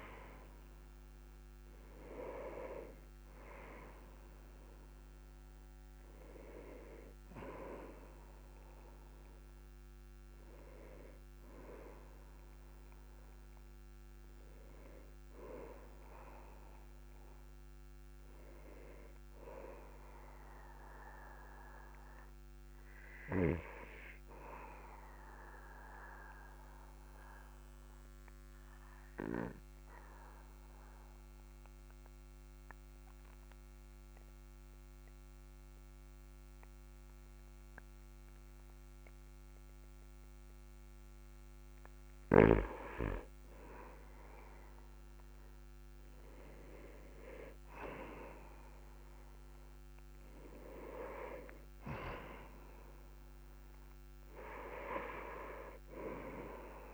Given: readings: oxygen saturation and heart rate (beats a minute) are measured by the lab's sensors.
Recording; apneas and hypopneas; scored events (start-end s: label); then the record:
breathing in sleep by a microphone on the trachea; 1
24.00-39.00 s: oxygen desaturation (device-marked, oxygen 98% before, 89% lowest, heart rate 46 before, 38 extreme)
25.50-40.50 s: obstructive apnea (oxygen 98% before, 89% lowest, heart rate 45 before, 38 extreme, up 8 after)
44.00-48.00 s: arousal
From the record:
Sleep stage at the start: N2 (light sleep); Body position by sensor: on the back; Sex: male